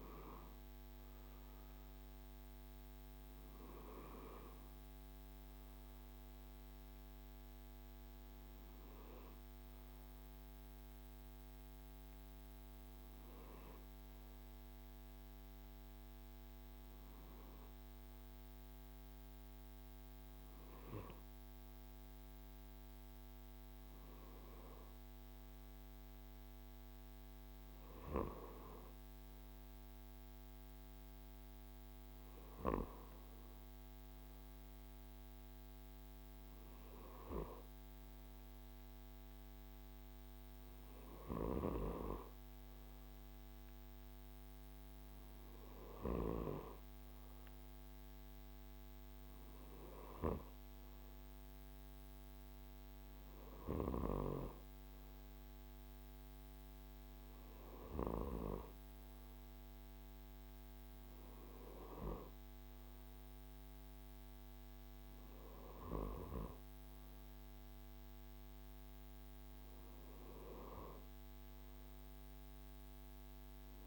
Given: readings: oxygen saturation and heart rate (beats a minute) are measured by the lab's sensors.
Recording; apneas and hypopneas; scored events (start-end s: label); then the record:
breathing in sleep by a microphone on the trachea; none
0.50-22.50 s: oxygen desaturation (device-marked, oxygen 97% before, 93% lowest, heart rate 57 before, 53 extreme)
From the record:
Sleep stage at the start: N2 (light sleep); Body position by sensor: on the right side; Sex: male